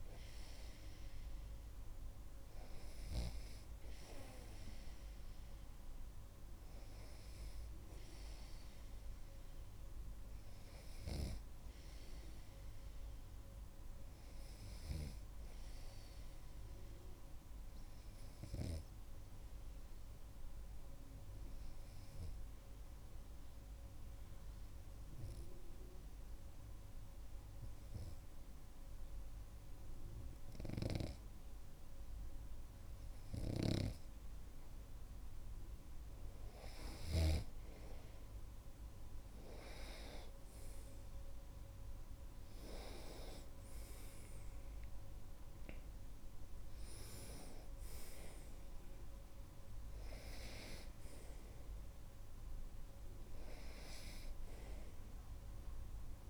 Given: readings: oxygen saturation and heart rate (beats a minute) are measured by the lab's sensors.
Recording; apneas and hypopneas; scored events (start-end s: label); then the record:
breathing in sleep by a room microphone; 1
19.00-34.00 s: obstructive apnea (oxygen 98% before, 95% lowest)
33.50-37.50 s: snoring (device-marked)
42.00-48.00 s: arousal
From the record:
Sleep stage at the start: N2 (light sleep); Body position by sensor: on the right side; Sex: male